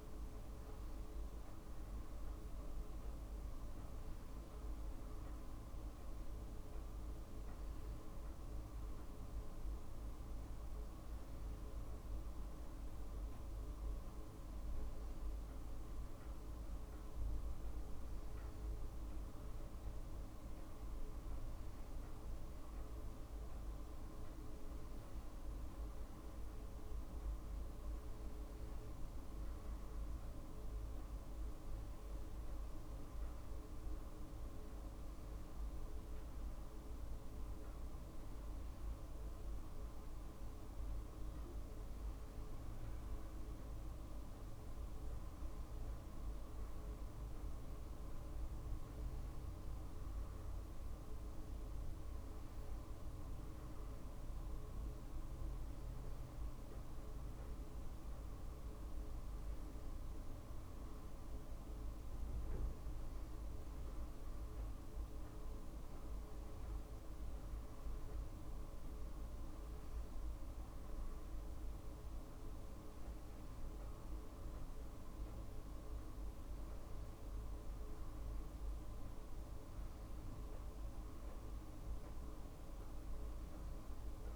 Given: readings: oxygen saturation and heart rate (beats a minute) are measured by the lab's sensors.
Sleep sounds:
breathing in sleep, hard to hear, by a room microphone; none
none scored
From the record:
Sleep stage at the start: N2 (light sleep); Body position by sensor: on the back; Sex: female

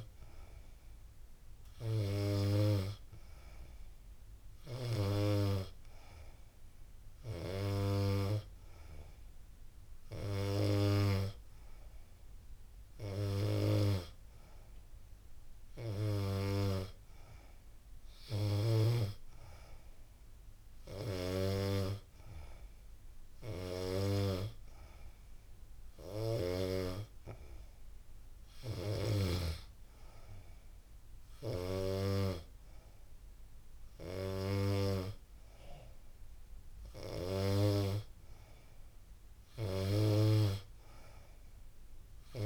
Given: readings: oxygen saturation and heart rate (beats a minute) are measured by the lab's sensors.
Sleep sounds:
breathing in sleep by a room microphone; none
none scored
From the record:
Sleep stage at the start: N2 (light sleep); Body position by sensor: on the back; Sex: female

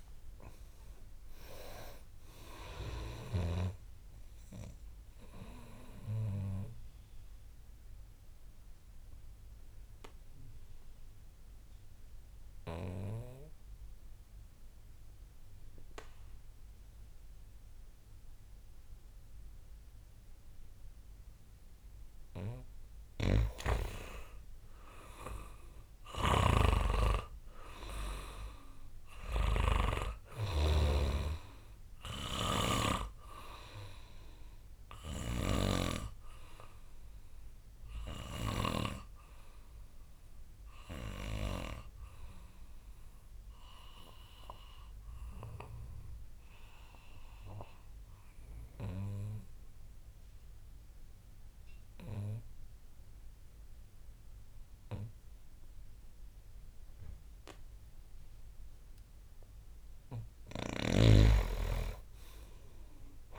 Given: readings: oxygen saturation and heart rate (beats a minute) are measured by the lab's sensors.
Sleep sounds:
breathing in sleep by a room microphone; 2
0.00-23.50 s: oxygen desaturation (device-marked, oxygen 83% lowest, heart rate 54 extreme)
5.00-22.00 s: obstructive apnea (oxygen 98% before, 83% lowest, heart rate 72 before, 54 extreme, up 14 after)
24.00-27.00 s: arousal
26.00-33.00 s: snoring (device-marked)
28.50-49.50 s: oxygen desaturation (device-marked, oxygen 99% before, 88% lowest, heart rate 63 before, 62 extreme)
40.00-59.00 s: obstructive apnea (oxygen 99% before, 85% lowest, heart rate 68 before, 59 extreme, up 5 after)
60.50-63.39 s: snoring (device-marked)
62.00-63.39 s: arousal
From the record:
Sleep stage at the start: N2 (light sleep); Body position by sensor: on the back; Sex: male

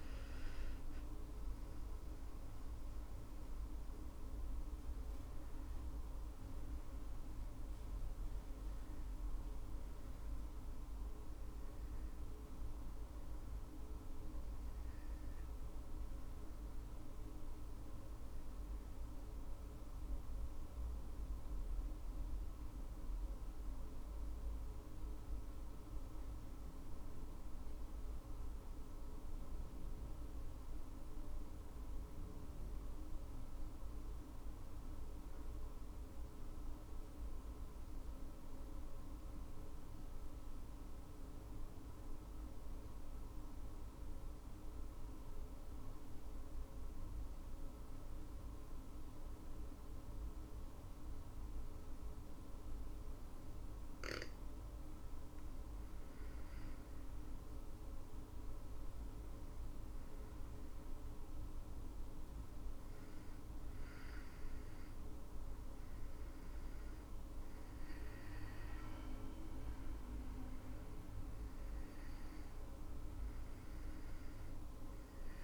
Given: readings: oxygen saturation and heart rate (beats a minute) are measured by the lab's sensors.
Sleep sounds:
breathing in sleep, hard to hear, by a room microphone; 1
0.00-8.50 s: oxygen desaturation (device-marked, oxygen 94% lowest, heart rate 51 extreme)
16.50-54.00 s: obstructive apnea (oxygen 98% before, 89% lowest, heart rate 62 before, 53 extreme, up 13 after)
36.50-75.43 s: oxygen desaturation (device-marked, oxygen 100% before, 89% lowest, heart rate 53 before, 53 extreme)
56.00-60.50 s: arousal
From the record:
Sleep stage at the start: N2 (light sleep); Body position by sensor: on the back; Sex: female

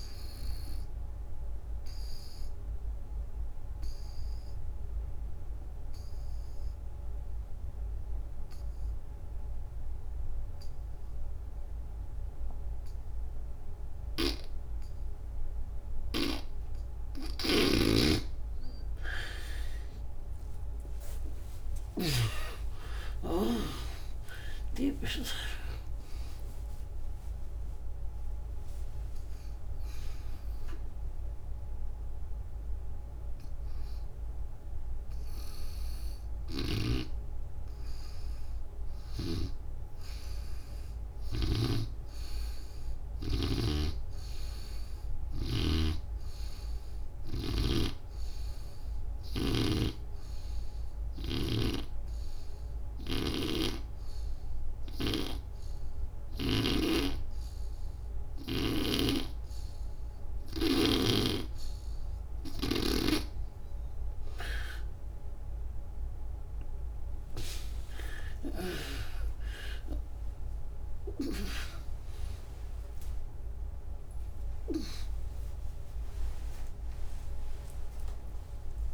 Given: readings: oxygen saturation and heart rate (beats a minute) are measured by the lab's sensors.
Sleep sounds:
breathing in sleep by a room microphone; 2
0.00-11.00 s: oxygen desaturation (device-marked, oxygen 96% before, 87% lowest, heart rate 91 before, 69 extreme)
1.50-18.00 s: obstructive apnea (oxygen 96% before, 77% lowest, heart rate 90 before, 69 extreme)
17.00-22.00 s: snoring (device-marked)
19.00-44.00 s: oxygen desaturation (device-marked, oxygen 95% before, 77% lowest, heart rate 76 before, 68 extreme)
20.50-25.00 s: arousal
38.50-61.00 s: snoring (device-marked)
44.00-47.00 s: arousal
49.00-61.00 s: obstructive apnea (oxygen 99% before, 83% lowest, heart rate 90 before, 68 extreme)
60.00-78.94 s: new sleep stage, awake
62.00-78.94 s: oxygen desaturation (device-marked, oxygen 92% before, 83% lowest, heart rate 77 before, 95 extreme)
From the record:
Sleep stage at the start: N2 (light sleep); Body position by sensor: on the back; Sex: female

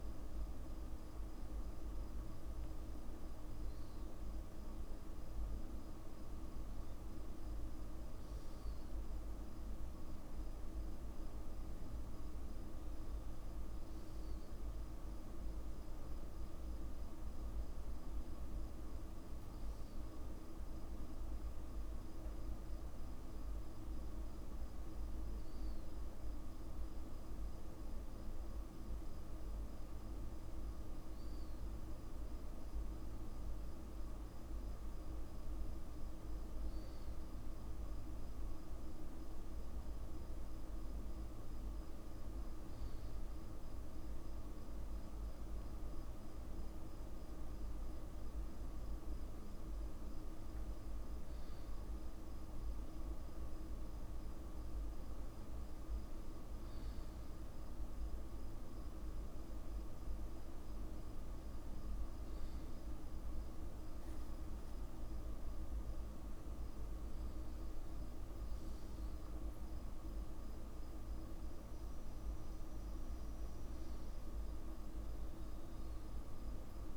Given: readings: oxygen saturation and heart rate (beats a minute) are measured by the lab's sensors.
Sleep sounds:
breathing in sleep, hard to hear, by a room microphone; none
none scored
From the record:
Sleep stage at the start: N2 (light sleep); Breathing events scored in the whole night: 61 in 5.0 hours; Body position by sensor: on the back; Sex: male

